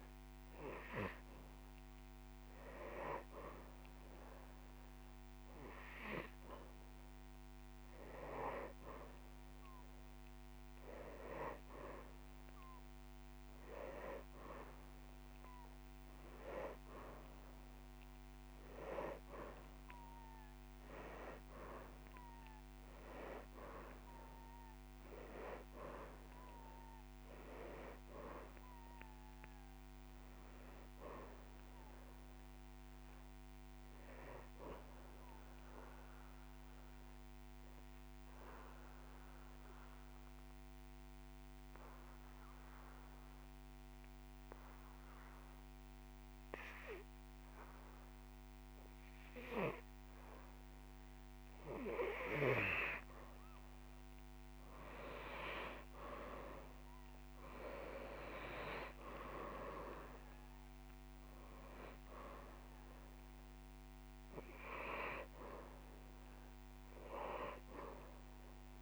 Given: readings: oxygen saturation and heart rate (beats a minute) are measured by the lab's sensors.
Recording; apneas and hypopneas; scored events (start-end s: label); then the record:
breathing in sleep by a microphone on the trachea; 1
0.00-1.50 s: long interval between heartbeats (device-marked)
0.00-15.00 s: oxygen desaturation (device-marked, oxygen 94% lowest)
4.00-14.00 s: drop in pulse transit time (device-marked)
10.50-12.50 s: long interval between heartbeats (device-marked)
11.00-14.00 s: arousal
16.00-20.00 s: arousal
21.50-23.50 s: long interval between heartbeats (device-marked)
28.00-35.00 s: drop in pulse transit time (device-marked)
35.50-37.50 s: long interval between heartbeats (device-marked)
36.50-51.50 s: obstructive apnea (oxygen 98% before, 89% lowest)
52.00-54.00 s: long interval between heartbeats (device-marked)
53.00-56.00 s: arousal
61.00-68.82 s: oxygen desaturation (device-marked, oxygen 98% before, 89% lowest)
From the record:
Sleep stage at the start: N2 (light sleep); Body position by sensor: on the back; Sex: male